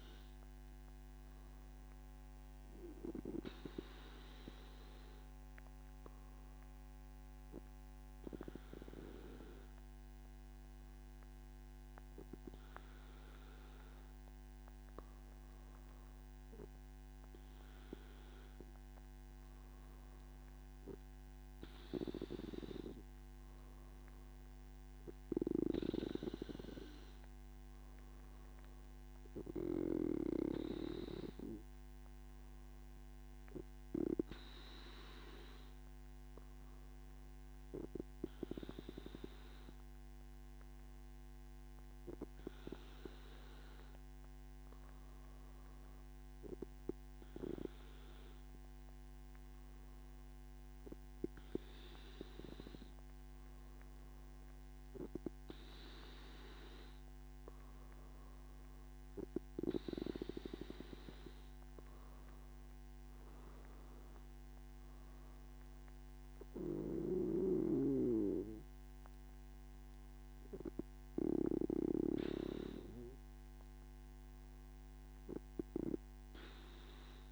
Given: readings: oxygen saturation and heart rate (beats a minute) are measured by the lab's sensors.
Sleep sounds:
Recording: breathing in sleep by a microphone on the trachea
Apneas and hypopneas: 1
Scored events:
3.50-15.50 s: obstructive apnea (oxygen 96% before, 94% lowest, heart rate 117 before, 93 extreme, up 4 after)
62.00-77.32 s: new sleep stage, N2 (light sleep)
From the record:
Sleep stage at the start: N1 (lightest sleep)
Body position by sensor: on the back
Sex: male

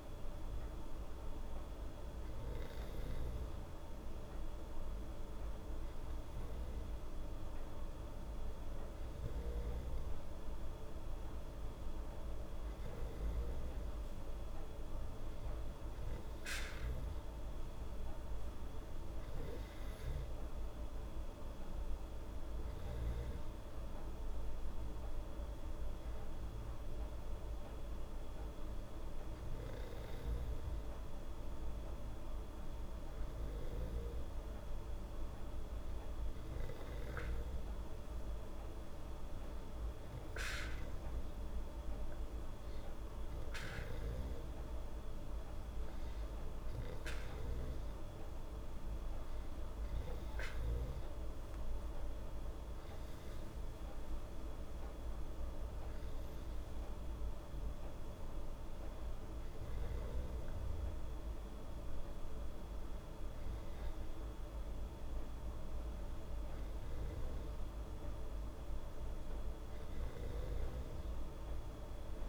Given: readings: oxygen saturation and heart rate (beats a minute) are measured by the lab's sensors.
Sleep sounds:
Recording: breathing in sleep, hard to hear, by a room microphone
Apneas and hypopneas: none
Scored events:
none scored
From the record:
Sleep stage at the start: N2 (light sleep)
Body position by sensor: on the back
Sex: female

